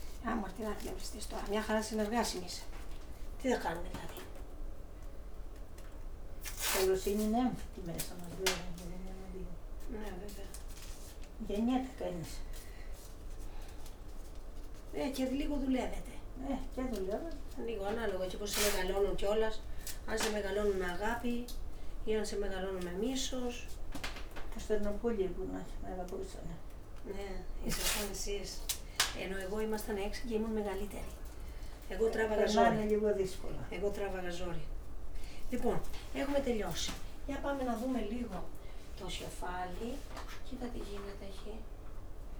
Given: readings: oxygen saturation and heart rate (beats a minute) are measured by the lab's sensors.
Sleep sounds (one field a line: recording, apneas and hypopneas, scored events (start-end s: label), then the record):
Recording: a person awake in a sleep study, by a room microphone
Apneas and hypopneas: none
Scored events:
14.50-18.50 s: leg movement (device-marked)
20.50-26.00 s: leg movement (device-marked)
27.00-34.50 s: leg movement (device-marked)
34.50-39.00 s: leg movement (device-marked)
From the record:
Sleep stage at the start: awake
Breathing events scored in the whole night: 170 in 4.5 hours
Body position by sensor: on the back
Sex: female